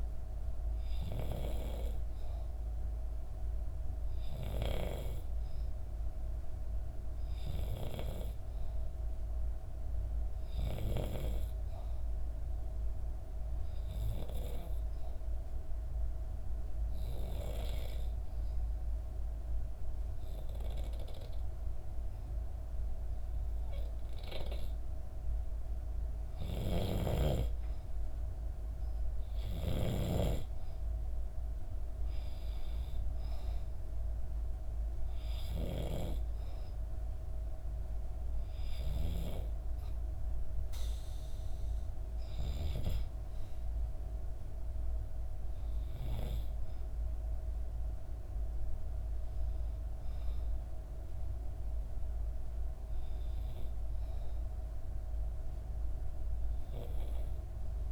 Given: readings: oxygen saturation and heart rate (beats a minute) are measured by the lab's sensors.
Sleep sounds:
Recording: breathing in sleep by a room microphone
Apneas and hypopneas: 1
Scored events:
14.50-25.50 s: obstructive apnea (oxygen 96% before, 93% lowest, heart rate 65 before, 64 extreme, up 2 after)
26.00-29.50 s: snoring (device-marked)
30.00-34.00 s: arousal
From the record:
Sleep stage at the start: N2 (light sleep)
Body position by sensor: on the back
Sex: female

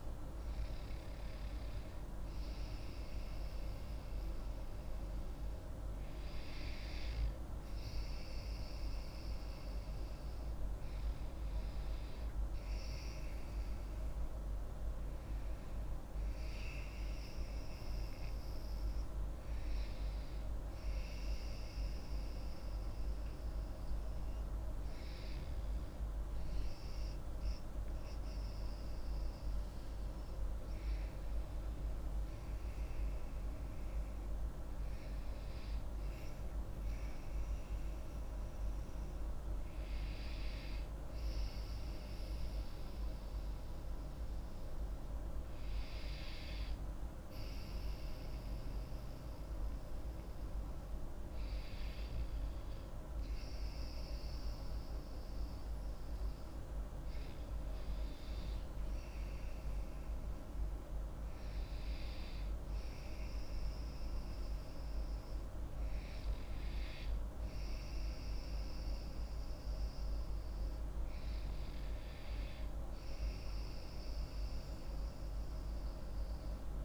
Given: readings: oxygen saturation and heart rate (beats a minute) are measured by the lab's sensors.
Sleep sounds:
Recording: breathing in sleep, hard to hear, by a room microphone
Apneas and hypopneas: none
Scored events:
none scored
From the record:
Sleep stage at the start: N2 (light sleep)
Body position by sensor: on the back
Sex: female

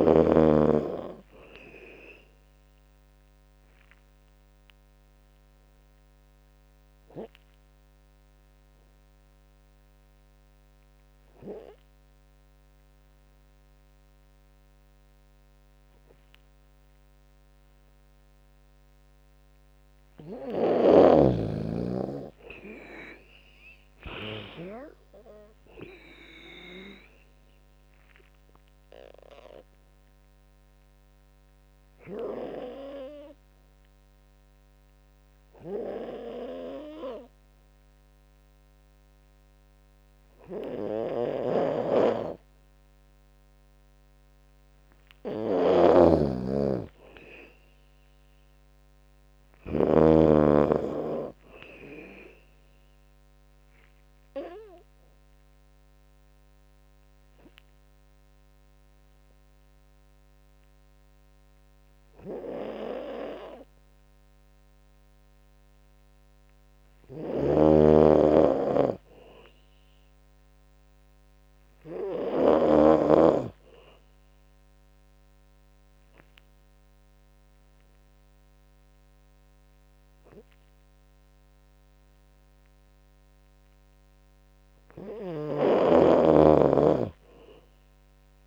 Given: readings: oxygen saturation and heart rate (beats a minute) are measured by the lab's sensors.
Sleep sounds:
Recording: breathing in sleep by a microphone on the trachea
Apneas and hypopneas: 4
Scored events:
2.50-18.50 s: obstructive apnea (oxygen 98% before, 93% lowest, heart rate 76 before, 69 extreme, up 16 after)
20.00-24.00 s: snoring (device-marked)
20.50-23.00 s: arousal
22.50-32.50 s: drop in pulse transit time (device-marked, heart rate 75 before, 76 extreme)
27.50-42.50 s: oxygen desaturation (device-marked, oxygen 98% before, 93% lowest, heart rate 76 before, 68 extreme)
27.50-43.00 s: obstructive apnea (oxygen 98% before, 93% lowest, heart rate 76 before, 68 extreme, up 14 after)
40.50-49.50 s: snoring (device-marked)
44.00-47.50 s: arousal
46.50-57.50 s: drop in pulse transit time (device-marked, heart rate 76 before, 78 extreme)
53.00-65.50 s: obstructive apnea (oxygen 97% before, 93% lowest, heart rate 76 before, 68 extreme, up 12 after)
66.50-72.00 s: snoring (device-marked)
67.50-70.00 s: arousal
72.50-83.50 s: oxygen desaturation (device-marked, oxygen 98% before, 94% lowest, heart rate 75 before, 71 extreme)
73.50-83.50 s: obstructive apnea (oxygen 98% before, 93% lowest, heart rate 75 before, 71 extreme, up 3 after)
85.00-88.47 s: snoring (device-marked)
85.50-88.47 s: arousal
From the record:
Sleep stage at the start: N2 (light sleep)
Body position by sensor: on the back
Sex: female

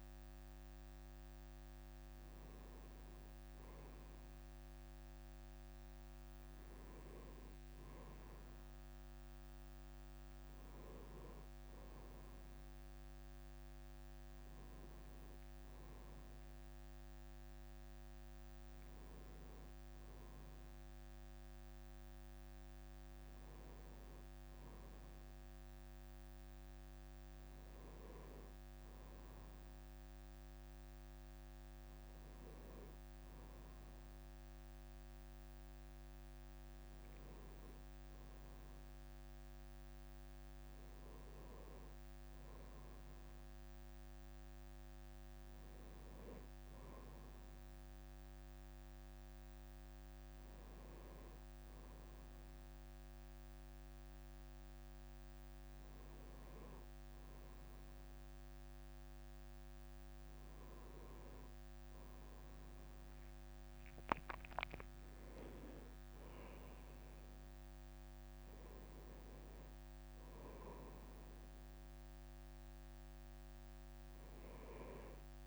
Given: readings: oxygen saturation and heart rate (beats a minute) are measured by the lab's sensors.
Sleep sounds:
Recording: a person awake in a sleep study, hard to hear, by a microphone on the trachea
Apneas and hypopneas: none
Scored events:
10.50-20.50 s: leg movement (device-marked)
25.50-31.50 s: leg movement (device-marked)
35.00-36.00 s: leg movement (device-marked)
38.50-41.50 s: leg movement (device-marked)
49.00-56.50 s: leg movement (device-marked)
58.00-62.50 s: leg movement (device-marked)
66.50-71.00 s: leg movement (device-marked)
73.00-75.47 s: leg movement (device-marked)
From the record:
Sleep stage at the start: awake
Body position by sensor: on the right side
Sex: male

